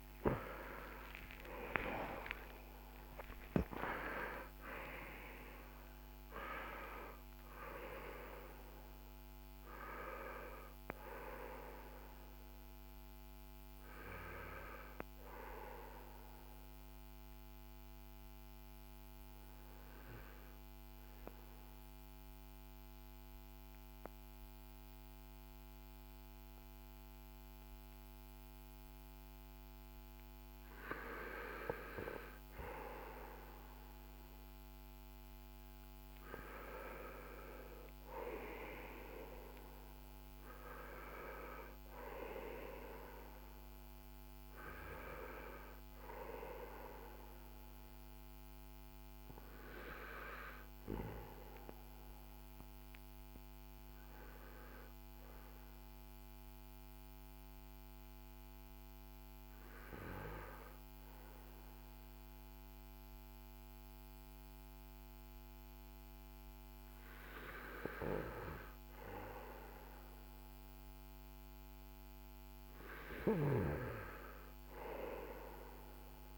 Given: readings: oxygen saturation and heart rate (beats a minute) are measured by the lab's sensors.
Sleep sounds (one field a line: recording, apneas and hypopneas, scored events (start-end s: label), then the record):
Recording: a person partly awake in a sleep study, by a microphone on the trachea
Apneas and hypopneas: 1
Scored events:
3.00-12.00 s: oxygen desaturation (device-marked, oxygen 97% before, 92% lowest, heart rate 80 before, 54 extreme)
12.00-72.00 s: new sleep stage, N1 (lightest sleep)
18.00-30.00 s: oxygen desaturation (device-marked, oxygen 97% before, 94% lowest, heart rate 90 before, 48 extreme)
42.00-46.50 s: arousal
42.00-67.00 s: oxygen desaturation (device-marked, oxygen 97% before, 91% lowest, heart rate 54 before, 45 extreme)
50.50-67.50 s: hypopnea (oxygen 97% before, 91% lowest, heart rate 57 before, 45 extreme, up 12 after)
72.00-76.38 s: arousal
72.00-76.38 s: new sleep stage, N2 (light sleep)
From the record:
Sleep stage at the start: awake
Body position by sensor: on the right side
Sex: male